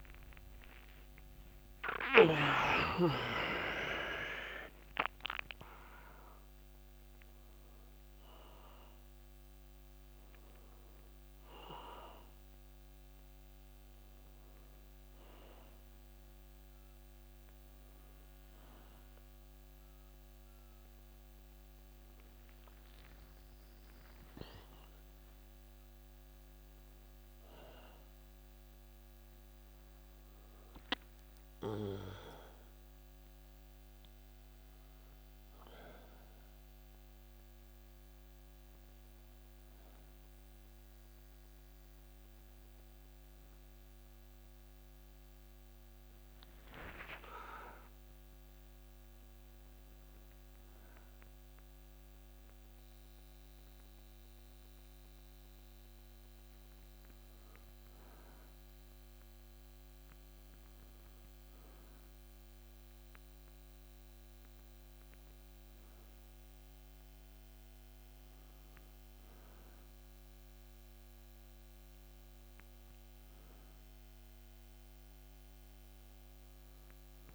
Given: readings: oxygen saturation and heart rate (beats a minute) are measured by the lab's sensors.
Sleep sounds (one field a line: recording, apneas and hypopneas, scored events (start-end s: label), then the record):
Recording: a person awake in a sleep study, by a microphone on the trachea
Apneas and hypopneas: none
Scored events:
0.00-14.50 s: oxygen desaturation (device-marked, oxygen 93% lowest)
From the record:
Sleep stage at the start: awake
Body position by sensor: on the back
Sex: male